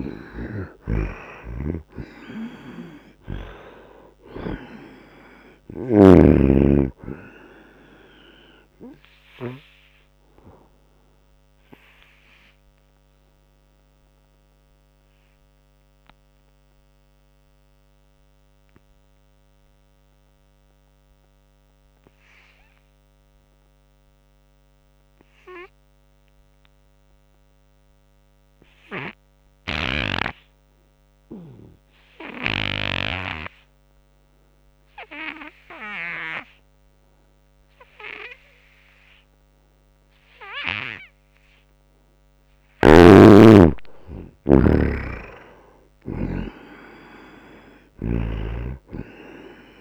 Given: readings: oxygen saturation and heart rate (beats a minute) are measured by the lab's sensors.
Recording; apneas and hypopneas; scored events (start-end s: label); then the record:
breathing in sleep by a microphone on the trachea; 1
0.00-2.00 s: arousal
0.00-23.00 s: oxygen desaturation (device-marked, oxygen 70% lowest, heart rate 62 extreme)
0.50-6.00 s: snoring (device-marked)
10.50-40.00 s: obstructive apnea (oxygen 96% before, 70% lowest, heart rate 77 before, 77 extreme, up 5 after)
35.00-49.81 s: oxygen desaturation (device-marked, oxygen 98% before, 73% lowest, heart rate 82 before, 72 extreme)
42.50-45.00 s: arousal
42.50-46.00 s: snoring (device-marked)
48.00-49.81 s: snoring (device-marked)
From the record:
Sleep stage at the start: N2 (light sleep); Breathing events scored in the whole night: 322 in 4.0 hours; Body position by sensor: on the right side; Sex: male